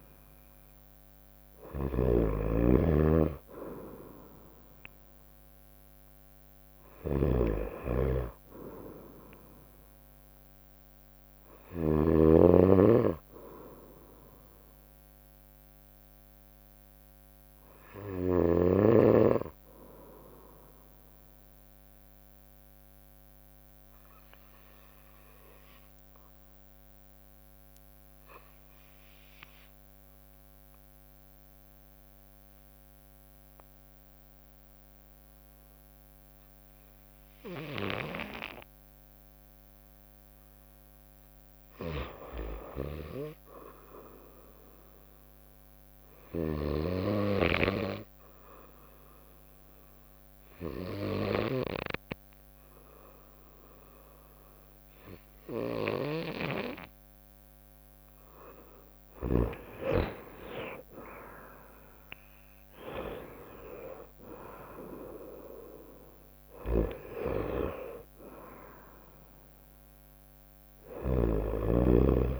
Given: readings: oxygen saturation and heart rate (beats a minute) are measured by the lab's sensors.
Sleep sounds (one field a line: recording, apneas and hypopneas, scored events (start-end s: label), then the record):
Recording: breathing in sleep by a microphone on the trachea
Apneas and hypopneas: 2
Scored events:
0.00-6.50 s: bradycardia (device-marked, heart rate 56 extreme)
0.00-12.00 s: snoring (device-marked)
0.00-18.50 s: oxygen desaturation (device-marked, oxygen 93% lowest, heart rate 56 extreme)
13.50-17.00 s: arousal
20.00-39.50 s: obstructive apnea (oxygen 96% before, 89% lowest, heart rate 60 before, 57 extreme, up 1 after)
26.50-37.50 s: drop in pulse transit time (device-marked, heart rate 61 before, 57 extreme)
27.50-47.50 s: bradycardia (device-marked, heart rate 63 before, 57 extreme)
41.50-45.00 s: arousal
48.50-59.50 s: obstructive apnea (oxygen 97% before, 89% lowest, heart rate 58 before, 58 extreme, up 11 after)
56.50-72.40 s: oxygen desaturation (device-marked, oxygen 95% before, 89% lowest, heart rate 59 before, 58 extreme)
61.50-65.50 s: arousal
From the record:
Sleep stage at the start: N2 (light sleep)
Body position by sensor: on the right side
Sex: female